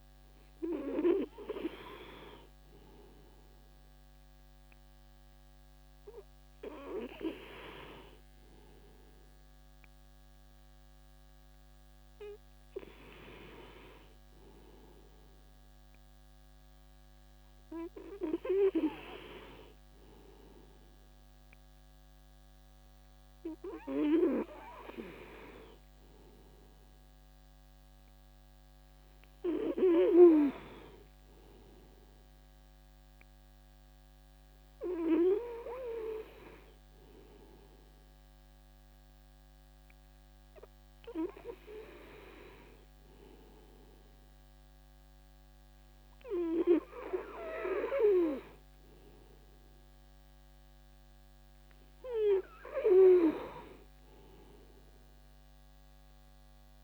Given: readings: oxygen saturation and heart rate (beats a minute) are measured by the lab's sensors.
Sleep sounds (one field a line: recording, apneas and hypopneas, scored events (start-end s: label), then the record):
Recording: breathing in sleep by a microphone on the trachea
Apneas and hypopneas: 1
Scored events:
0.00-1.50 s: arousal
34.50-47.50 s: hypopnea (oxygen 97% before, 93% lowest, heart rate 69 before, 67 extreme, up 5 after)
49.50-53.00 s: arousal
From the record:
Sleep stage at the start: N2 (light sleep)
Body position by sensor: on the back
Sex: male